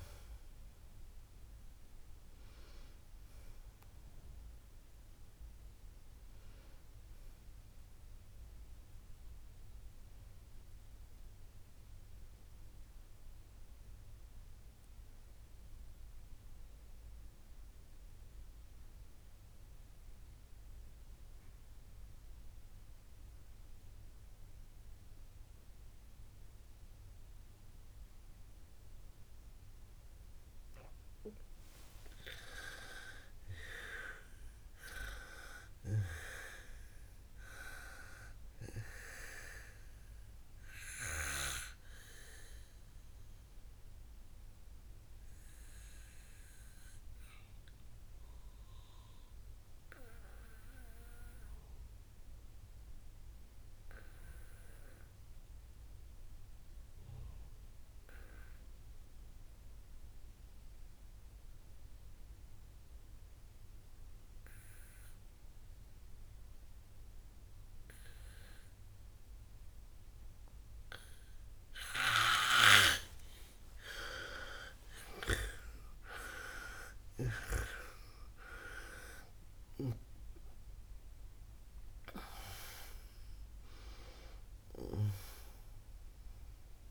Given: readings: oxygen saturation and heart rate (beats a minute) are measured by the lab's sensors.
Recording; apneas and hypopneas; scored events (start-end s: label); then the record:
breathing in sleep by a room microphone; 2
0.00-17.00 s: oxygen desaturation (device-marked, oxygen 91% lowest, heart rate 50 extreme)
13.50-31.50 s: obstructive apnea (oxygen 98% before, 89% lowest, heart rate 88 before, 50 extreme, up 31 after)
33.50-37.50 s: arousal
40.00-59.00 s: oxygen desaturation (device-marked, oxygen 98% before, 91% lowest, heart rate 61 before, 51 extreme)
42.00-74.00 s: obstructive apnea (oxygen 99% before, 87% lowest, heart rate 63 before, 50 extreme, up 22 after)
74.00-86.91 s: oxygen desaturation (device-marked, oxygen 98% before, 87% lowest, heart rate 54 before, 49 extreme)
76.00-80.50 s: arousal
From the record:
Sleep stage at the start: N2 (light sleep); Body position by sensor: on the back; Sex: female